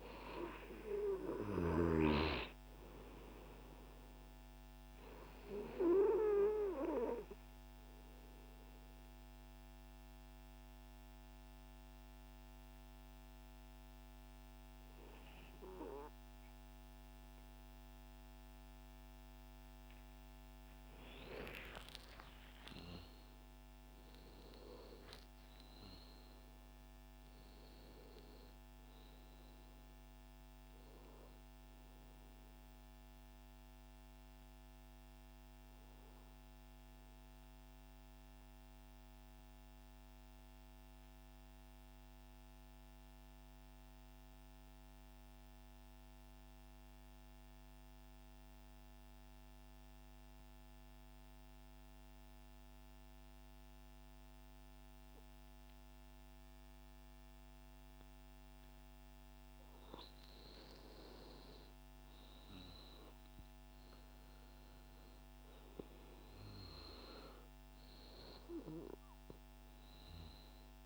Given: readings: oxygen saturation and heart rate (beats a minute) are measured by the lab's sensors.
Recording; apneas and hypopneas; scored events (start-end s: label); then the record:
breathing in sleep by a microphone on the trachea; 2
0.00-16.50 s: oxygen desaturation (device-marked, oxygen 93% lowest, heart rate 63 extreme)
7.50-19.50 s: central apnea (oxygen 98% before, 90% lowest, heart rate 103 before, 81 extreme)
21.00-25.00 s: arousal
32.00-59.00 s: central apnea (oxygen 98% before, 90% lowest)
60.50-65.00 s: arousal
61.50-70.86 s: oxygen desaturation (device-marked, oxygen 97% before, 90% lowest, heart rate 85 before, 43 extreme)
From the record:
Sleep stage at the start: N2 (light sleep); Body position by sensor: on the right side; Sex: male